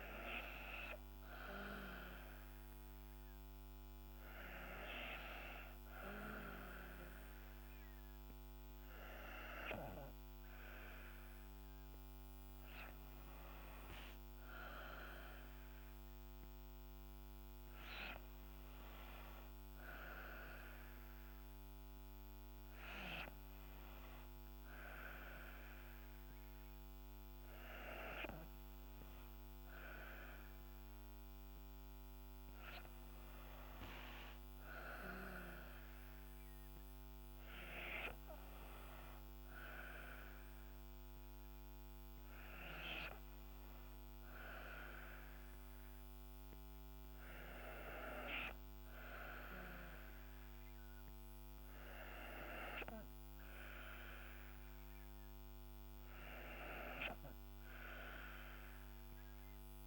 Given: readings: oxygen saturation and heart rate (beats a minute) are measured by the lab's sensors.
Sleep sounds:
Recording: breathing in sleep by a microphone on the trachea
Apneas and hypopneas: none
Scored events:
none scored
From the record:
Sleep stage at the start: N2 (light sleep)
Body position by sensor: on the back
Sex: female

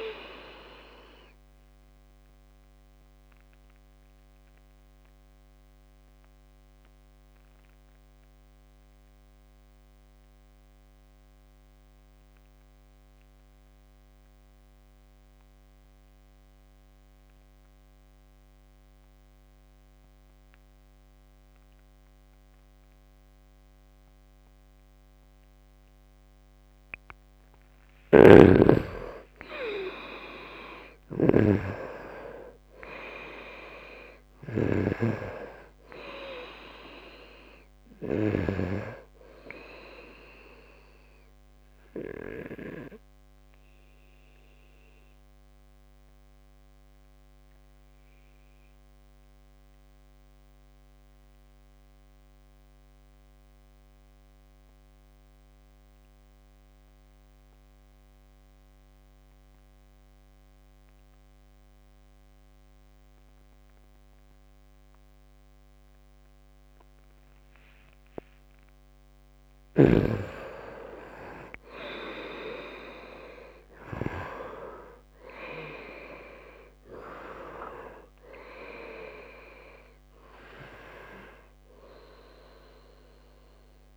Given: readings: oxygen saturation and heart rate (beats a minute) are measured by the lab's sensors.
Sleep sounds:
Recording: breathing in sleep by a microphone on the trachea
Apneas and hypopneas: 2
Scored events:
0.00-18.00 s: oxygen desaturation (device-marked, oxygen 88% lowest, heart rate 72 extreme)
2.50-26.50 s: obstructive apnea (oxygen 98% before, 87% lowest, heart rate 76 before, 72 extreme, up 2 after)
27.50-38.00 s: snoring (device-marked)
28.00-33.00 s: arousal
29.00-55.00 s: oxygen desaturation (device-marked, oxygen 98% before, 87% lowest, heart rate 75 before, 71 extreme)
42.50-68.50 s: obstructive apnea (oxygen 98% before, 87% lowest, heart rate 77 before, 71 extreme, up 8 after)
68.00-83.97 s: oxygen desaturation (device-marked, oxygen 98% before, 88% lowest, heart rate 76 before, 71 extreme)
71.00-74.50 s: arousal
From the record:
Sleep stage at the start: N2 (light sleep)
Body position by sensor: on the right side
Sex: male

